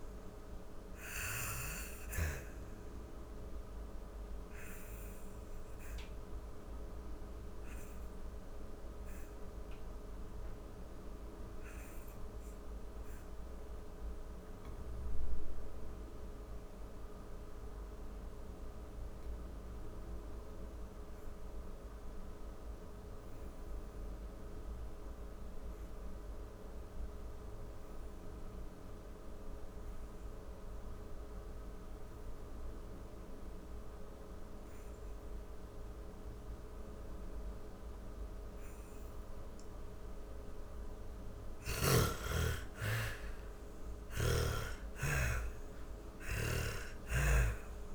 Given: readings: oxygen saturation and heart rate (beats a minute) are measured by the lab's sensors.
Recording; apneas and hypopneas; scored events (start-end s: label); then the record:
breathing in sleep by a room microphone; 1
0.00-15.50 s: oxygen desaturation (device-marked, oxygen 88% lowest, heart rate 42 extreme)
2.00-37.50 s: obstructive apnea (oxygen 99% before, 77% lowest, heart rate 51 before, 42 extreme, up 34 after)
23.50-47.94 s: oxygen desaturation (device-marked, oxygen 97% before, 85% lowest, heart rate 52 before, 42 extreme)
40.00-47.94 s: snoring (device-marked)
40.50-46.00 s: arousal
From the record:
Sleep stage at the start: N2 (light sleep); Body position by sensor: on the back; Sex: female